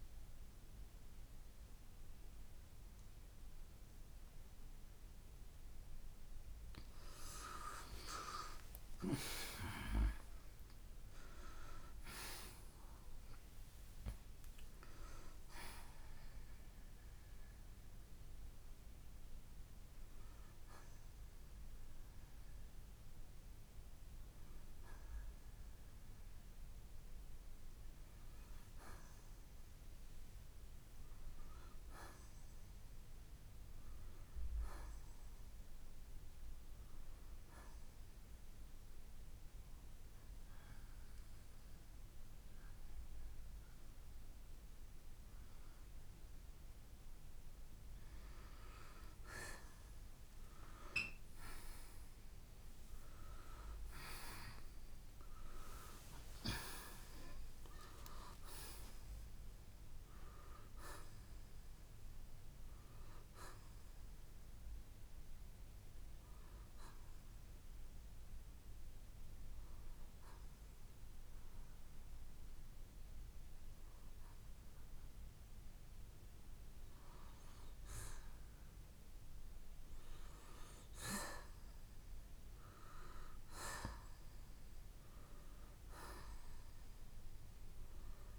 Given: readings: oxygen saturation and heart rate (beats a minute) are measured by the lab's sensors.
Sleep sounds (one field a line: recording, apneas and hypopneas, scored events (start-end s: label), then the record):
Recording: breathing in sleep by a room microphone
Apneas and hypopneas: 2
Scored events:
9.00-13.00 s: arousal
26.50-38.50 s: oxygen desaturation (device-marked, oxygen 92% before, 86% lowest, heart rate 67 before, 62 extreme)
30.50-33.50 s: arousal
37.50-47.50 s: obstructive apnea (oxygen 92% before, 86% lowest, heart rate 69 before, 59 extreme, up 18 after)
49.50-53.00 s: arousal
62.50-81.50 s: oxygen desaturation (device-marked, oxygen 92% before, 86% lowest, heart rate 70 before, 57 extreme)
64.00-76.00 s: hypopnea (oxygen 96% before, 83% lowest, heart rate 70 before, 58 extreme, up 7 after)
79.00-83.50 s: arousal
From the record:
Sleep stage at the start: N2 (light sleep)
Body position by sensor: on the right side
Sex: male